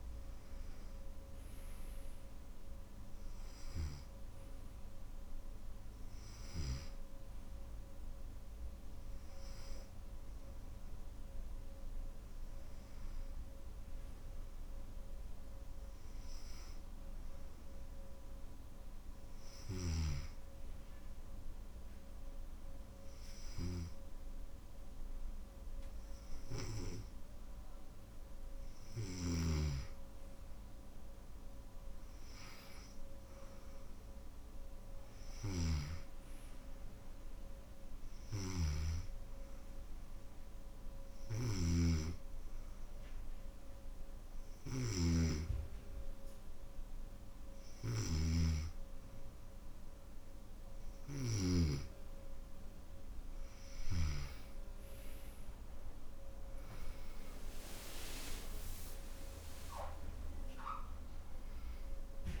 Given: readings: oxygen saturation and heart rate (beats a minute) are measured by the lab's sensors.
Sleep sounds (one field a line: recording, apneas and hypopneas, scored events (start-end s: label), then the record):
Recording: breathing in sleep by a room microphone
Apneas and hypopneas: 2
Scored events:
0.00-16.00 s: oxygen desaturation (device-marked, oxygen 95% before, 92% lowest, heart rate 71 before, 61 extreme)
15.50-28.00 s: hypopnea (oxygen 95% before, 93% lowest, heart rate 72 before, 61 extreme, up 3 after)
30.50-34.00 s: arousal
38.50-50.00 s: hypopnea (oxygen 97% before, 93% lowest, heart rate 65 before, 61 extreme, up 9 after)
48.00-51.50 s: snoring (device-marked)
56.00-59.00 s: arousal
From the record:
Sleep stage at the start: N2 (light sleep)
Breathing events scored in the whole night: 231 in 5.2 hours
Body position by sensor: on the back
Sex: male